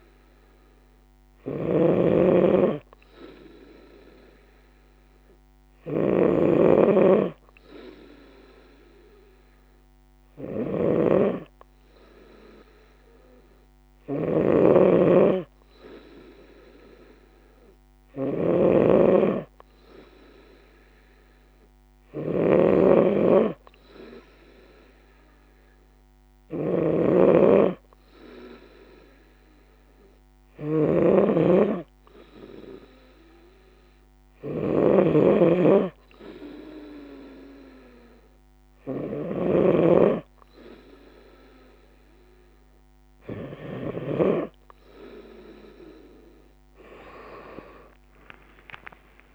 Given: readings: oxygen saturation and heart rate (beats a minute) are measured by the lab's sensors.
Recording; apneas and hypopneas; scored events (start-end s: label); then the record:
breathing in sleep by a microphone on the trachea; none
0.00-43.00 s: snoring (device-marked)
From the record:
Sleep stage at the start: N3 (deep sleep); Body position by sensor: on the right side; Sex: female